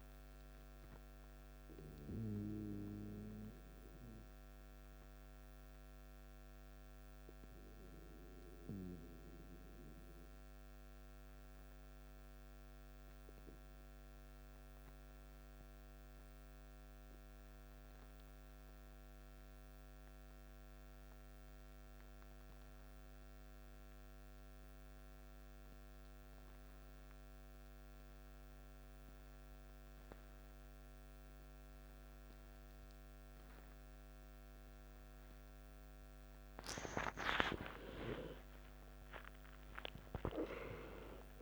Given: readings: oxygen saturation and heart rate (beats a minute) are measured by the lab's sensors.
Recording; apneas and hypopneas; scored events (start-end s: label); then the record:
breathing in sleep by a microphone on the trachea; 1
0.00-12.50 s: oxygen desaturation (device-marked, oxygen 91% lowest, heart rate 55 extreme)
2.00-36.50 s: obstructive apnea (oxygen 98% before, 89% lowest, heart rate 61 before, 55 extreme, up 13 after)
29.50-41.42 s: oxygen desaturation (device-marked, oxygen 97% before, 89% lowest, heart rate 56 before, 53 extreme)
37.50-41.42 s: arousal
From the record:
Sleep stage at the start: N2 (light sleep); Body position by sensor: on the back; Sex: male